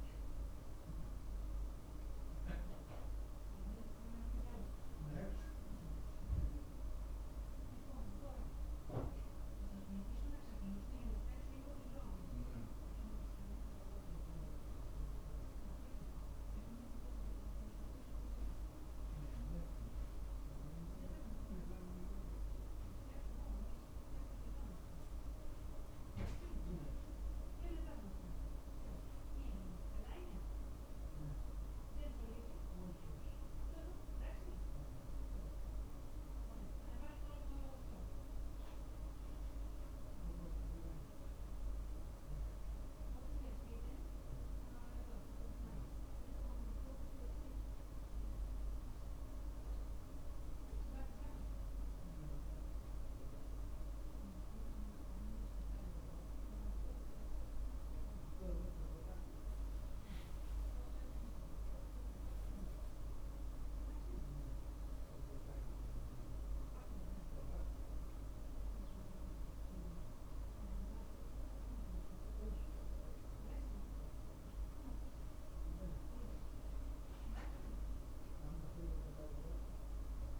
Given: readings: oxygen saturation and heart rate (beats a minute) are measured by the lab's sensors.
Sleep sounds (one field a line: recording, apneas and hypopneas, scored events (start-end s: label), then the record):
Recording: a person awake in a sleep study, hard to hear, by a room microphone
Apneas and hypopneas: none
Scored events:
none scored
From the record:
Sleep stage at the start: awake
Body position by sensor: on the right side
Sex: male